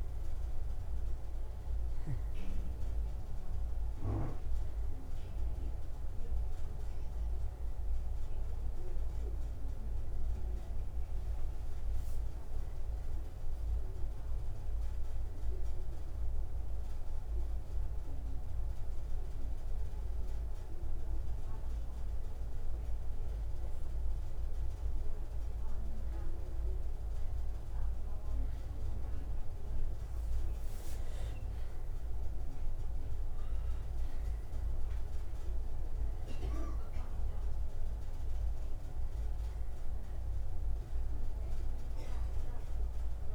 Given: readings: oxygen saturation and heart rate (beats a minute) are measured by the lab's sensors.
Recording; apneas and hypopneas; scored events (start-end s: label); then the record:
breathing in sleep, hard to hear, by a room microphone; 1
0.50-30.50 s: oxygen desaturation (device-marked, oxygen 94% before, 85% lowest)
18.50-29.50 s: obstructive apnea (oxygen 94% before, 85% lowest)
32.50-38.00 s: arousal
From the record:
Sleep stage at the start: N2 (light sleep); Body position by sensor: on the right side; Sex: male